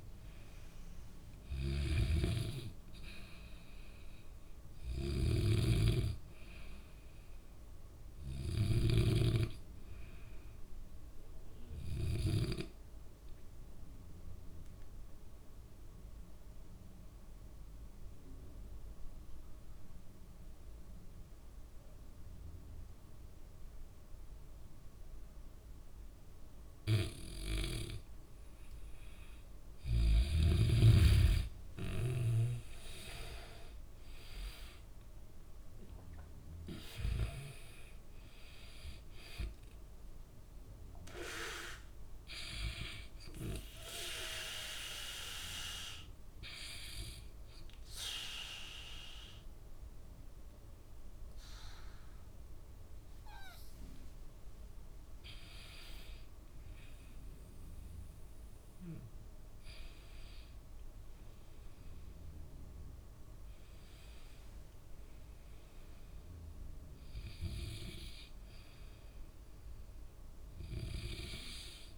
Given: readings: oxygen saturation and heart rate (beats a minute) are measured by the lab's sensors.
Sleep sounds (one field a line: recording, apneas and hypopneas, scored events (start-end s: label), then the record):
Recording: breathing in sleep by a room microphone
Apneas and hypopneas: 2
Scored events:
0.00-9.50 s: snoring (device-marked)
13.50-29.50 s: obstructive apnea (oxygen 95% before, 88% lowest, heart rate 68 before, 60 extreme, up 11 after)
26.50-55.50 s: oxygen desaturation (device-marked, oxygen 95% before, 88% lowest, heart rate 67 before, 60 extreme)
32.00-36.00 s: arousal
46.00-56.50 s: obstructive apnea (oxygen 95% before, 88% lowest, heart rate 71 before, 60 extreme, up 9 after)
59.00-63.00 s: arousal
From the record:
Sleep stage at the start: N2 (light sleep)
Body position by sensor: on the back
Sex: male